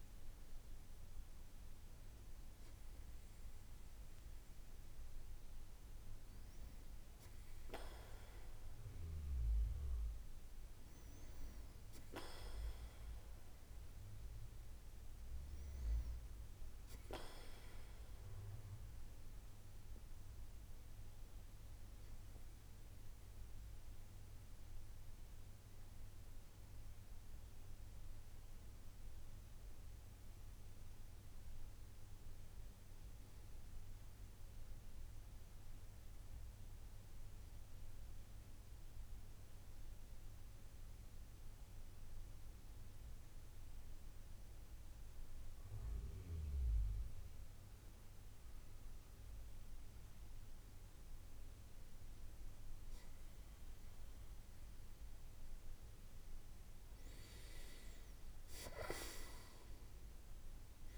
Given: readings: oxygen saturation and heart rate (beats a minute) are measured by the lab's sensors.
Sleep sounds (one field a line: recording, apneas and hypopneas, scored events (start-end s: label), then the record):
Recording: breathing in sleep, hard to hear, by a room microphone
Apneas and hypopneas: 1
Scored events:
21.50-22.50 s: oxygen desaturation (device-marked, oxygen 97% before, 96% lowest, heart rate 71 before, 66 extreme)
39.50-52.00 s: hypopnea (oxygen 97% before, 93% lowest, heart rate 71 before, 68 extreme, up 4 after)
58.00-60.98 s: arousal
From the record:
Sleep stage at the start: N2 (light sleep)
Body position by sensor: on the right side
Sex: male